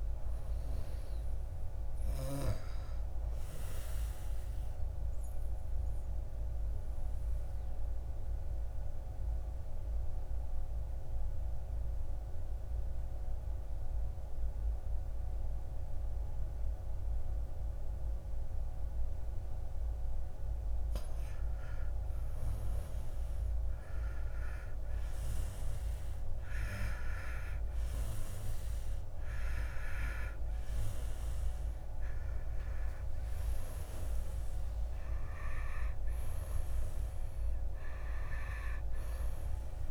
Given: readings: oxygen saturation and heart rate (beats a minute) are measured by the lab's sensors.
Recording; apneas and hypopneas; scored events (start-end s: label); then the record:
breathing in sleep by a room microphone; 1
0.00-7.00 s: oxygen desaturation (device-marked, oxygen 89% lowest, heart rate 56 extreme)
4.50-19.50 s: obstructive apnea (oxygen 97% before, 89% lowest, heart rate 62 before, 56 extreme, up 10 after)
21.00-25.00 s: arousal
25.00-39.91 s: oxygen desaturation (device-marked, oxygen 96% before, 89% lowest, heart rate 58 before, 53 extreme)
From the record:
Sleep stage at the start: N2 (light sleep); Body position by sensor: on the back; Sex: male